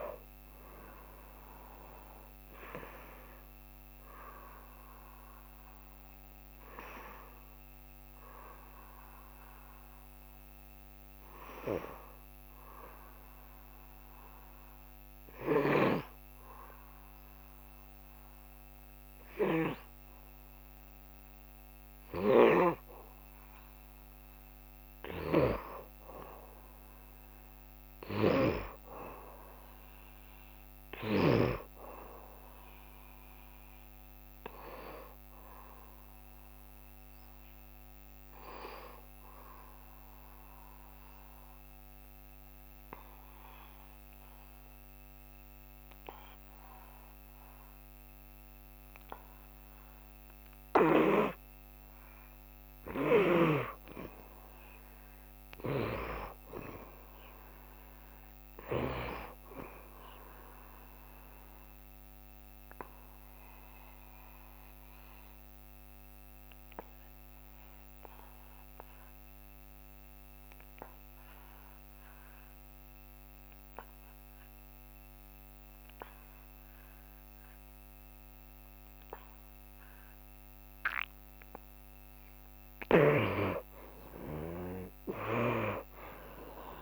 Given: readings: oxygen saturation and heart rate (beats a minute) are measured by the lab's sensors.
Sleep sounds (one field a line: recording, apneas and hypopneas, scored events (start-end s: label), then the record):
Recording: breathing in sleep by a microphone on the trachea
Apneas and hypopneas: 3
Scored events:
0.00-14.50 s: oxygen desaturation (device-marked, oxygen 54% lowest, heart rate 76 extreme)
6.00-23.50 s: obstructive apnea (oxygen 91% before, 54% lowest, heart rate 80 before, 76 extreme, up 3 after)
25.00-31.50 s: snoring (device-marked)
25.50-29.50 s: arousal
29.50-43.50 s: oxygen desaturation (device-marked, oxygen 83% before, 70% lowest, heart rate 78 before, 76 extreme)
35.50-51.50 s: obstructive apnea (oxygen 87% before, 68% lowest, heart rate 78 before, 76 extreme, up 3 after)
54.00-58.00 s: arousal
56.50-73.50 s: oxygen desaturation (device-marked, oxygen 83% before, 69% lowest, heart rate 77 before, 76 extreme)
62.00-82.00 s: obstructive apnea (oxygen 83% before, 68% lowest, heart rate 78 before, 75 extreme, up 4 after)
75.50-86.82 s: oxygen desaturation (device-marked, oxygen 87% before, 68% lowest, heart rate 78 before, 75 extreme)
83.50-86.82 s: arousal
From the record:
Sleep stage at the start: N2 (light sleep)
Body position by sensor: on the back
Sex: male